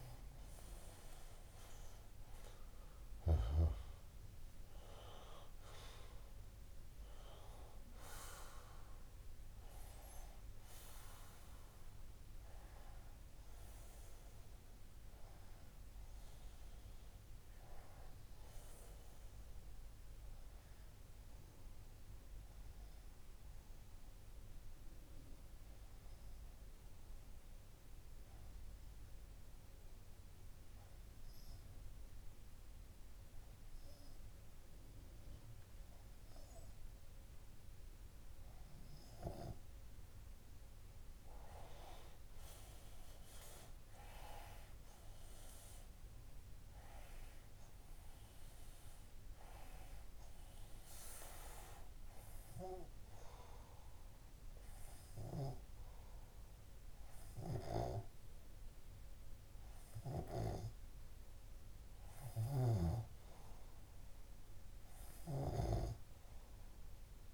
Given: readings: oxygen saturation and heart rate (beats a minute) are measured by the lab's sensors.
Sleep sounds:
breathing in sleep by a room microphone; 1
0.00-3.50 s: oxygen desaturation (device-marked, oxygen 93% lowest)
14.00-40.50 s: obstructive apnea (oxygen 96% before, 94% lowest)
41.50-45.00 s: arousal
62.50-66.00 s: snoring (device-marked)
From the record:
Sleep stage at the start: N2 (light sleep); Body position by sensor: on the left side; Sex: male

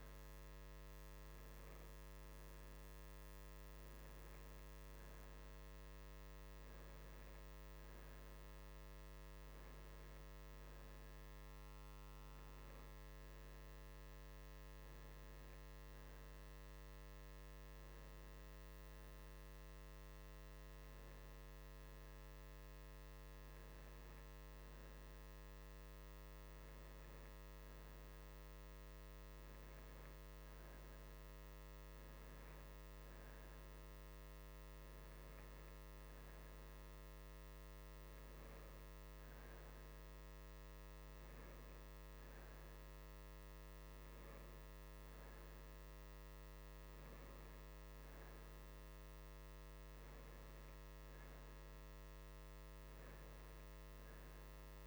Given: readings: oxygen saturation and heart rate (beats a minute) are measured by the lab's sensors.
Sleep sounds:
breathing in sleep, hard to hear, by a microphone on the trachea; none
none scored
From the record:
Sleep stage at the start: N2 (light sleep); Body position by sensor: on the right side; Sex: male

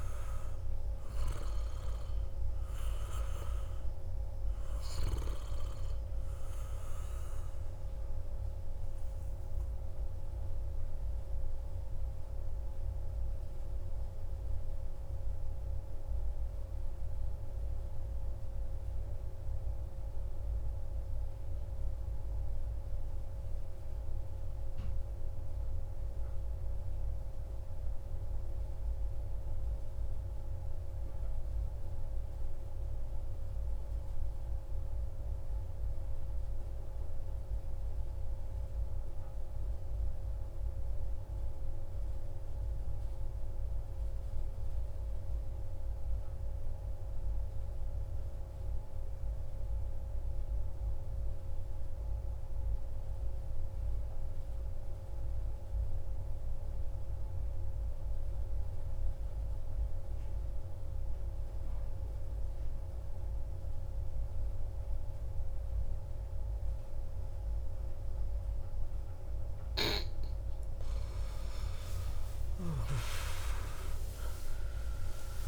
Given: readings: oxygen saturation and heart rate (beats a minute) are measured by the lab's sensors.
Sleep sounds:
breathing in sleep, hard to hear, by a room microphone; 1
0.00-21.50 s: oxygen desaturation (device-marked, oxygen 90% lowest, heart rate 58 extreme)
9.00-69.00 s: mixed apnea (oxygen 95% before, 88% lowest, heart rate 61 before, 58 extreme)
50.50-75.48 s: oxygen desaturation (device-marked, oxygen 97% before, 88% lowest, heart rate 60 before, 59 extreme)
70.50-75.48 s: arousal
From the record:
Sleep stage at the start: N2 (light sleep); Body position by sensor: on the back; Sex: male

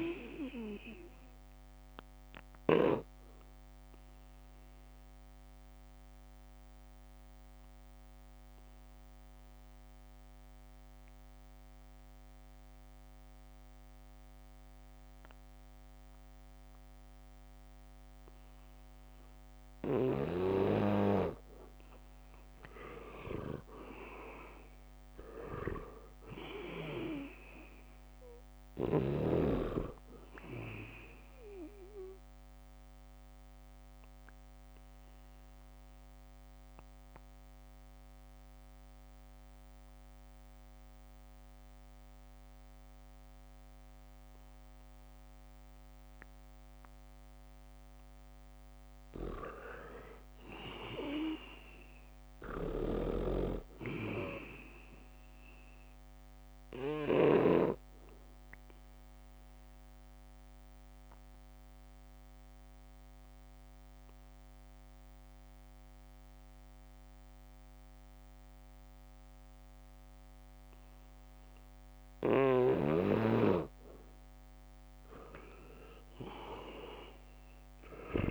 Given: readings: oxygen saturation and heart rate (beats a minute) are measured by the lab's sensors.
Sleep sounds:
breathing in sleep by a microphone on the trachea; 3
0.00-16.00 s: oxygen desaturation (device-marked, oxygen 84% lowest, heart rate 76 extreme)
7.00-20.00 s: obstructive apnea (oxygen 98% before, 83% lowest, heart rate 79 before, 76 extreme, up 0 after)
21.00-42.00 s: oxygen desaturation (device-marked, oxygen 98% before, 83% lowest, heart rate 78 before, 78 extreme)
22.50-26.50 s: arousal
33.00-44.50 s: obstructive apnea (oxygen 98% before, 83% lowest, heart rate 78 before, 78 extreme, up 2 after)
51.00-54.50 s: arousal
53.00-69.00 s: oxygen desaturation (device-marked, oxygen 98% before, 86% lowest, heart rate 80 before, 75 extreme)
53.50-58.00 s: snoring (device-marked)
59.50-73.00 s: obstructive apnea (oxygen 98% before, 83% lowest, heart rate 80 before, 75 extreme, up 0 after)
71.00-78.31 s: oxygen desaturation (device-marked, oxygen 98% before, 83% lowest, heart rate 79 before, 75 extreme)
73.00-78.31 s: snoring (device-marked)
75.50-78.31 s: arousal
From the record:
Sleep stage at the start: N2 (light sleep); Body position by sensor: on the back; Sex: male

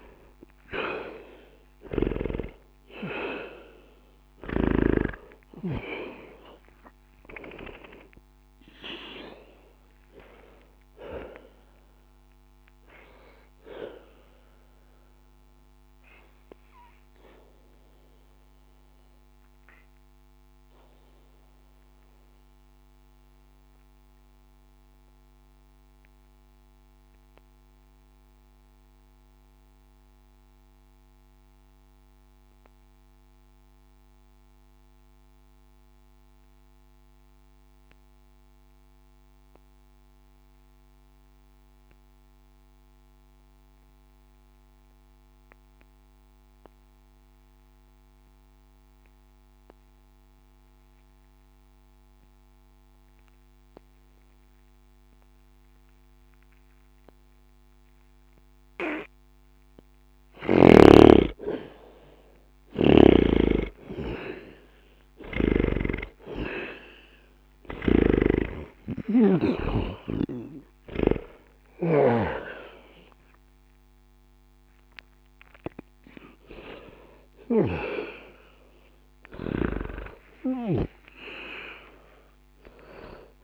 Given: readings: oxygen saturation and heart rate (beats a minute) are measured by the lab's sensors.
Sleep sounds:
breathing in sleep by a microphone on the trachea; 1
0.00-16.50 s: oxygen desaturation (device-marked, oxygen 86% lowest, heart rate 60 extreme)
17.00-60.00 s: obstructive apnea (oxygen 95% before, 77% lowest, heart rate 60 before, 60 extreme, up 0 after)
22.50-35.50 s: oxygen desaturation (device-marked, oxygen 88% before, 78% lowest, heart rate 60 before, 60 extreme)
56.50-83.44 s: oxygen desaturation (device-marked, oxygen 98% before, 77% lowest, heart rate 60 before, 60 extreme)
63.50-68.50 s: arousal
67.50-72.00 s: snoring (device-marked)
78.00-81.50 s: arousal
From the record:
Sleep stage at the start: N2 (light sleep); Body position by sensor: on the back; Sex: male

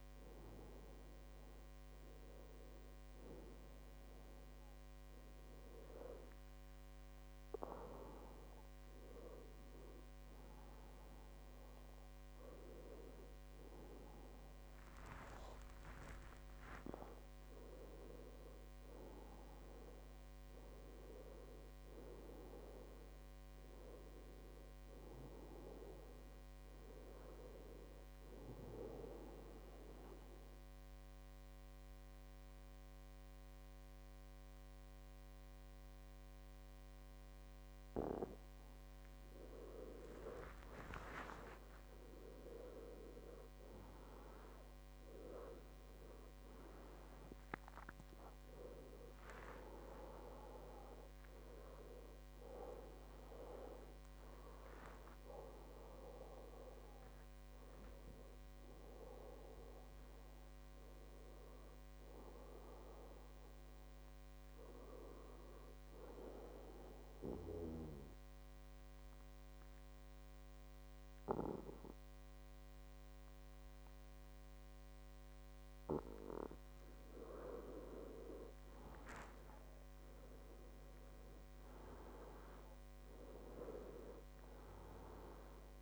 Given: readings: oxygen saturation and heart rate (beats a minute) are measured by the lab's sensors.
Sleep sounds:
breathing in sleep by a microphone on the trachea; 2
12.50-16.50 s: arousal
25.00-27.00 s: long interval between heartbeats (device-marked, heart rate 73 before, 73 extreme)
28.50-40.50 s: obstructive apnea (oxygen 97% before, 94% lowest, heart rate 73 before, 61 extreme, up 26 after)
41.00-43.00 s: long interval between heartbeats (device-marked, heart rate 68 before, 79 extreme)
42.50-49.00 s: arousal
59.00-85.82 s: new sleep stage, N2 (light sleep)
64.50-76.00 s: obstructive apnea (oxygen 97% before, 94% lowest, heart rate 77 before, 64 extreme, up 9 after)
79.50-84.50 s: arousal
81.50-83.50 s: long interval between heartbeats (device-marked, heart rate 67 before, 73 extreme)
From the record:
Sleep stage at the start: N1 (lightest sleep); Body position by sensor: on the back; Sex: male

